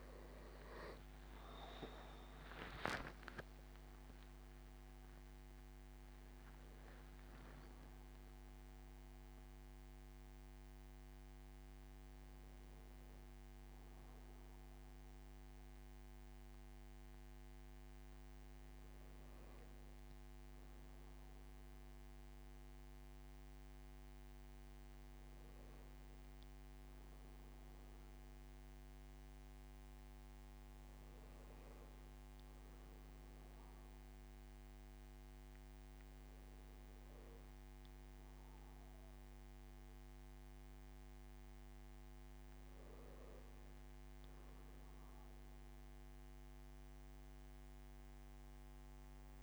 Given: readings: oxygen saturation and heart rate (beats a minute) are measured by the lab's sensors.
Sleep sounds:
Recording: a person partly awake in a sleep study, hard to hear, by a microphone on the trachea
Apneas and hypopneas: none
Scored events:
16.50-46.50 s: new sleep stage, N1 (lightest sleep)
46.50-49.43 s: new sleep stage, N2 (light sleep)
From the record:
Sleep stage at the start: awake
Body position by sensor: on the right side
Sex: male

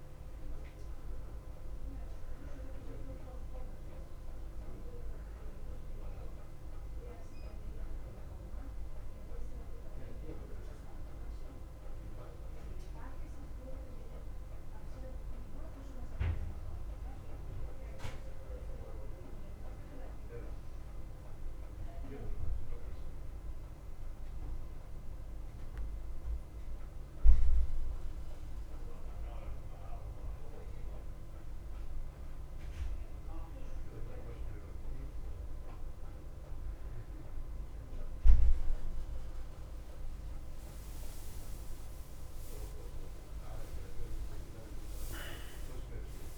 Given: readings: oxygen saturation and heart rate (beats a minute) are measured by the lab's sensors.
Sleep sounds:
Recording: a person awake in a sleep study, by a room microphone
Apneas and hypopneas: none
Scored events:
none scored
From the record:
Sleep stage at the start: awake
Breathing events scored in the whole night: 161 in 3.5 hours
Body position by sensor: on the back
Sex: male

